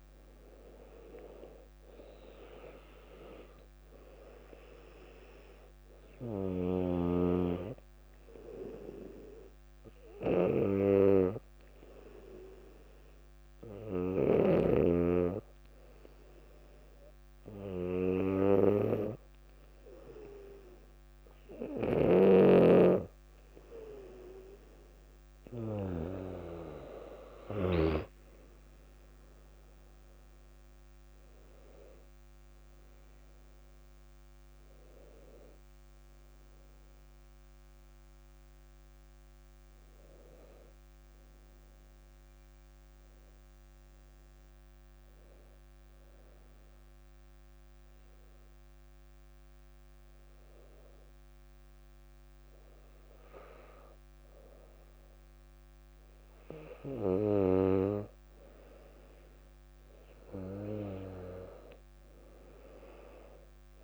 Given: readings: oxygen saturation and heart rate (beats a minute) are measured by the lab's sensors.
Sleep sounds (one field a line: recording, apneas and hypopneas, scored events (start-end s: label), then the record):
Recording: breathing in sleep by a microphone on the trachea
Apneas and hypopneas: 1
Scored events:
22.00-28.00 s: snoring (device-marked)
30.00-33.50 s: arousal
45.00-57.50 s: hypopnea (oxygen 97% before, 94% lowest, heart rate 64 before, 57 extreme, up 5 after)
60.50-63.84 s: arousal
From the record:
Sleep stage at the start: N2 (light sleep)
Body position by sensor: on the back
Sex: female